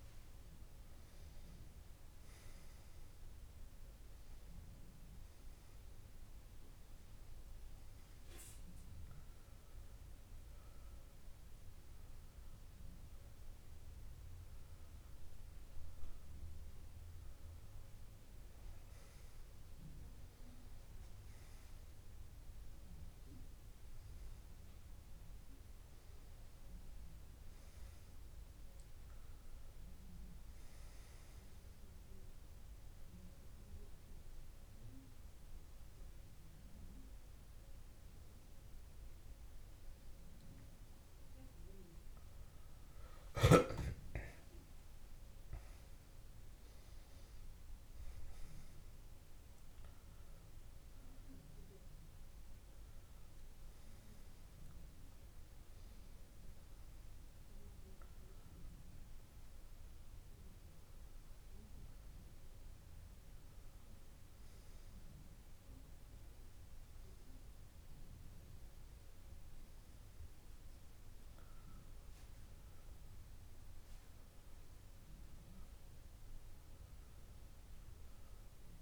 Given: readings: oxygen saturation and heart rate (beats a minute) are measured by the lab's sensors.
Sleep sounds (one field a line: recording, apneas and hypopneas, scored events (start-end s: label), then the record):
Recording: a person partly awake in a sleep study, hard to hear, by a room microphone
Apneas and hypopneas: 1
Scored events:
3.50-78.82 s: new sleep stage, N1 (lightest sleep)
10.50-20.50 s: hypopnea (oxygen 98% before, 97% lowest)
24.50-28.00 s: arousal
60.50-62.50 s: long interval between heartbeats (device-marked)
66.50-68.50 s: long interval between heartbeats (device-marked)
76.00-78.00 s: long interval between heartbeats (device-marked)
From the record:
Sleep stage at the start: awake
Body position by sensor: on the left side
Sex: male